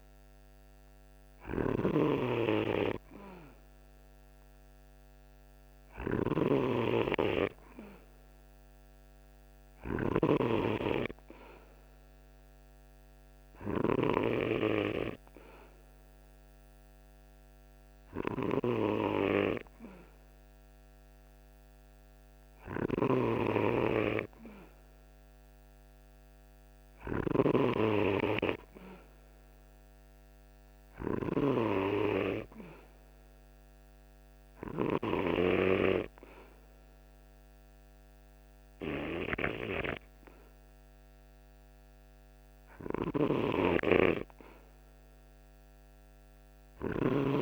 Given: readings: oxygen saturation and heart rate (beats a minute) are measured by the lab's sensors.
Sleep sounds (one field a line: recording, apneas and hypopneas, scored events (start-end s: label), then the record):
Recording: breathing in sleep by a microphone on the trachea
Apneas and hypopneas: 1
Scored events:
0.00-13.50 s: snoring (device-marked)
22.50-31.00 s: snoring (device-marked)
32.50-43.00 s: hypopnea (oxygen 95% before, 94% lowest, heart rate 51 before, 50 extreme, up 0 after)
42.50-47.42 s: snoring (device-marked)
44.50-47.42 s: arousal
From the record:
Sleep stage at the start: N2 (light sleep)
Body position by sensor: on the right side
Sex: male